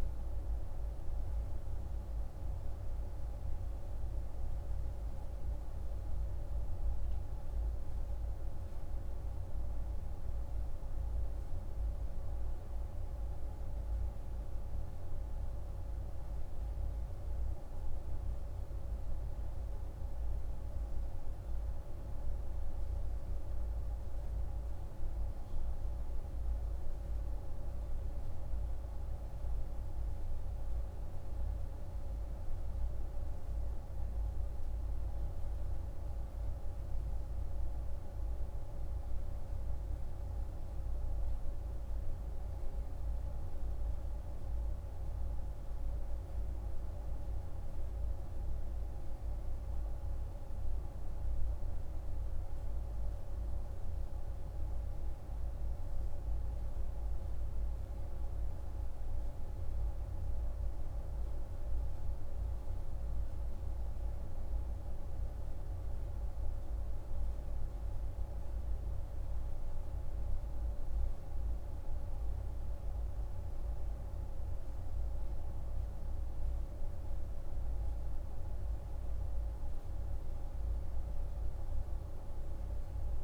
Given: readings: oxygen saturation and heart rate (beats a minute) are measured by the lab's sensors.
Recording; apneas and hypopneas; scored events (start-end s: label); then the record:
breathing in sleep, hard to hear, by a room microphone; none
none scored
From the record:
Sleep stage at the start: N3 (deep sleep); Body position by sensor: on the right side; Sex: male